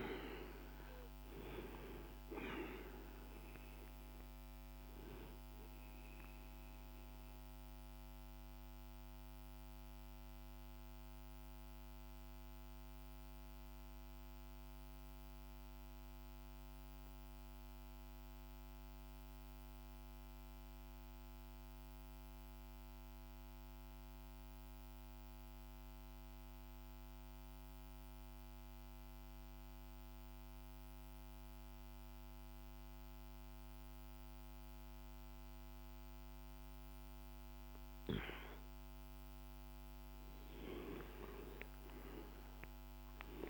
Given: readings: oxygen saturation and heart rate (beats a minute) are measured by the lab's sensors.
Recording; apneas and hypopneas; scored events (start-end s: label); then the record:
breathing in sleep by a microphone on the trachea; 1
0.00-17.00 s: oxygen desaturation (device-marked, oxygen 84% lowest, heart rate 48 extreme)
5.00-39.00 s: central apnea (oxygen 98% before, 84% lowest, heart rate 56 before, 48 extreme, up 6 after)
34.00-43.50 s: oxygen desaturation (device-marked, oxygen 100% before, 89% lowest, heart rate 50 before, 47 extreme)
41.00-43.50 s: arousal
From the record:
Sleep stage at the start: N2 (light sleep); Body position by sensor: on the back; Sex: male